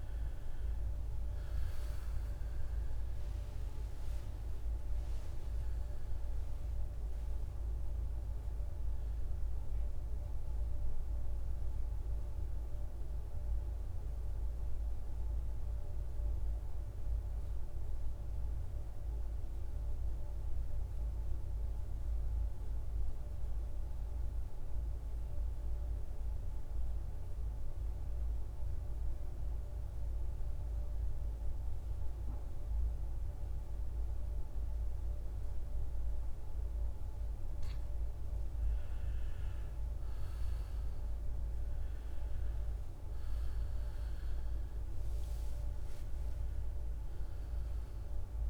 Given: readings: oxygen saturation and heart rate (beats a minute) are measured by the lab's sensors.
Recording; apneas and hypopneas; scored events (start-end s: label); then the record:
breathing in sleep, hard to hear, by a room microphone; 1
0.00-4.00 s: arousal
0.00-22.00 s: oxygen desaturation (device-marked, oxygen 85% lowest, heart rate 56 extreme)
19.50-37.50 s: mixed apnea (oxygen 98% before, 83% lowest, heart rate 66 before, 56 extreme, up 10 after)
39.00-48.50 s: oxygen desaturation (device-marked, oxygen 98% before, 87% lowest, heart rate 57 before, 56 extreme)
41.50-46.00 s: arousal
From the record:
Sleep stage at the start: N2 (light sleep); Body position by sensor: on the back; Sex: male